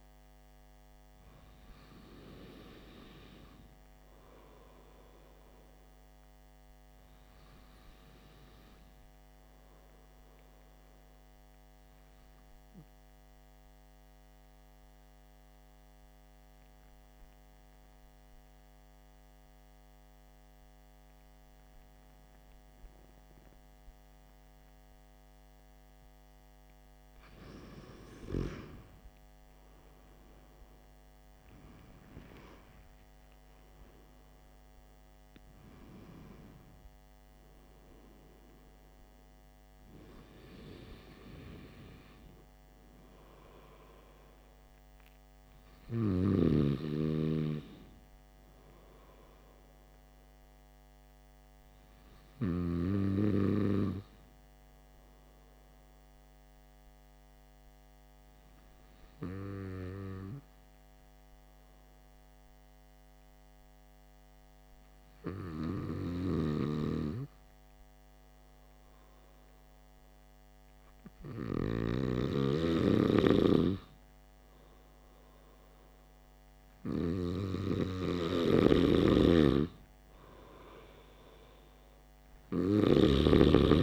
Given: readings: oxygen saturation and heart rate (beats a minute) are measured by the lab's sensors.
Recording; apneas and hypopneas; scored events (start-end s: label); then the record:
breathing in sleep by a microphone on the trachea; 2
12.50-27.00 s: obstructive apnea (oxygen 95% before, 93% lowest, heart rate 55 before, 49 extreme, up 12 after)
30.50-34.50 s: arousal
51.00-78.50 s: hypopnea (oxygen 96% before, 93% lowest, heart rate 56 before, 51 extreme, up 4 after)
80.50-83.50 s: arousal
From the record:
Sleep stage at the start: N2 (light sleep); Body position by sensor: on the back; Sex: male